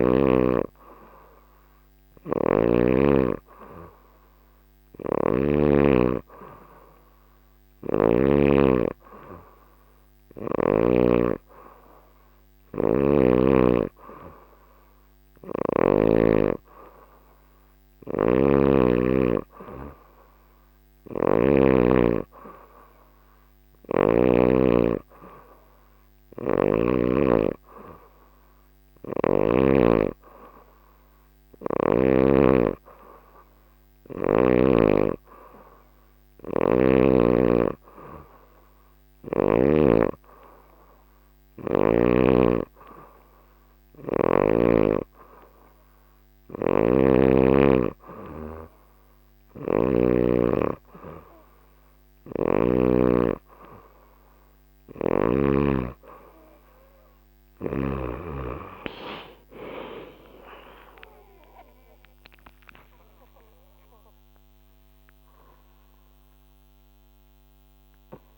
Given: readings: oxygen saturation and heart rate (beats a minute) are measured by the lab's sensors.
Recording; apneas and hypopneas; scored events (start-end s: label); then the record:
breathing in sleep by a microphone on the trachea; none
0.00-2.50 s: snoring (device-marked)
4.50-8.00 s: snoring (device-marked)
17.50-24.00 s: snoring (device-marked)
36.00-39.50 s: snoring (device-marked)
49.00-52.50 s: snoring (device-marked)
60.00-64.00 s: arousal
From the record:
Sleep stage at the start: N3 (deep sleep); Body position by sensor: on the back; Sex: female